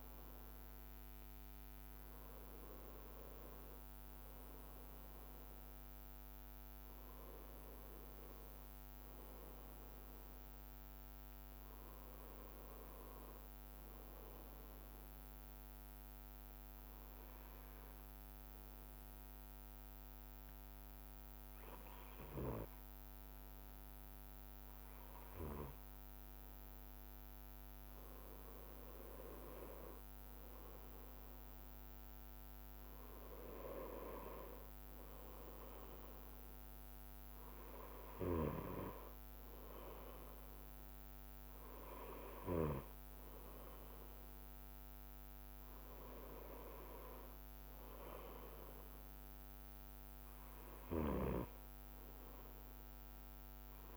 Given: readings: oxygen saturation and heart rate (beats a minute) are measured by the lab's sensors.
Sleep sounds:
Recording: breathing in sleep by a microphone on the trachea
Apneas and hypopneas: 1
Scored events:
16.00-29.50 s: hypopnea (oxygen 92% before, 90% lowest, heart rate 60 before, 57 extreme, up 1 after)
16.00-53.97 s: bradycardia (device-marked, heart rate 61 before, 54 extreme)
31.50-36.50 s: arousal
From the record:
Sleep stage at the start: N2 (light sleep)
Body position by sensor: on the right side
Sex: male

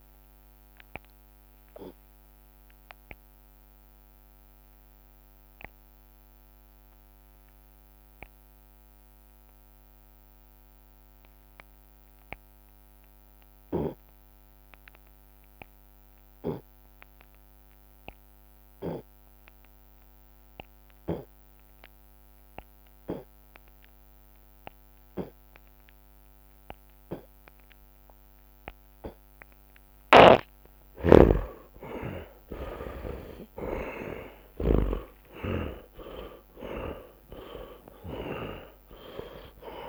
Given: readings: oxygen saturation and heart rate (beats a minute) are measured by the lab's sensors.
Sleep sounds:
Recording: breathing in sleep by a microphone on the trachea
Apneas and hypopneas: 1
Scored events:
0.00-7.50 s: drop in pulse transit time (device-marked, heart rate 60 extreme)
0.00-26.50 s: oxygen desaturation (device-marked, oxygen 81% lowest)
0.50-30.00 s: obstructive apnea (oxygen 98% before, 81% lowest)
2.00-4.00 s: long interval between heartbeats (device-marked, heart rate 70 before, 90 extreme)
28.50-39.88 s: tachycardia (device-marked)
30.00-35.00 s: snoring (device-marked)
31.50-33.50 s: long interval between heartbeats (device-marked)
32.00-38.00 s: arousal
From the record:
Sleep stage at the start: N2 (light sleep)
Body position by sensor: on the right side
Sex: male

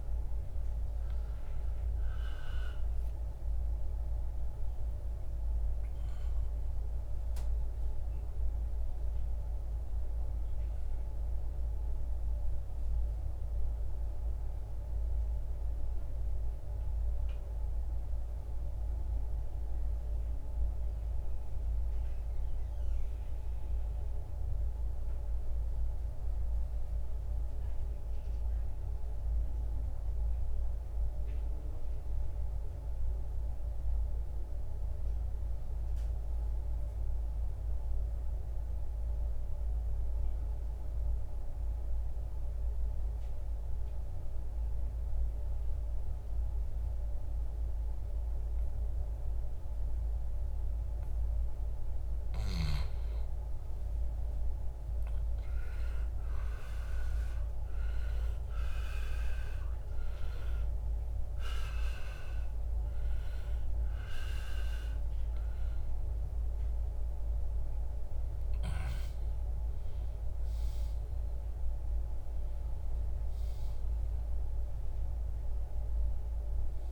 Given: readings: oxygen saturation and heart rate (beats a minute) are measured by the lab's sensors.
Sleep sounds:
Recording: breathing in sleep, hard to hear, by a room microphone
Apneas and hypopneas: 1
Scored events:
0.00-16.00 s: oxygen desaturation (device-marked, oxygen 81% lowest, heart rate 61 extreme)
4.00-8.00 s: arousal
11.50-52.50 s: mixed apnea (oxygen 94% before, 79% lowest, heart rate 81 before, 48 extreme, up 29 after)
34.00-76.92 s: new sleep stage, N2 (light sleep)
45.00-76.92 s: oxygen desaturation (device-marked, oxygen 98% before, 79% lowest, heart rate 64 before, 48 extreme)
54.00-58.00 s: arousal
From the record:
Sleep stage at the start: N1 (lightest sleep)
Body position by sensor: on the back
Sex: male

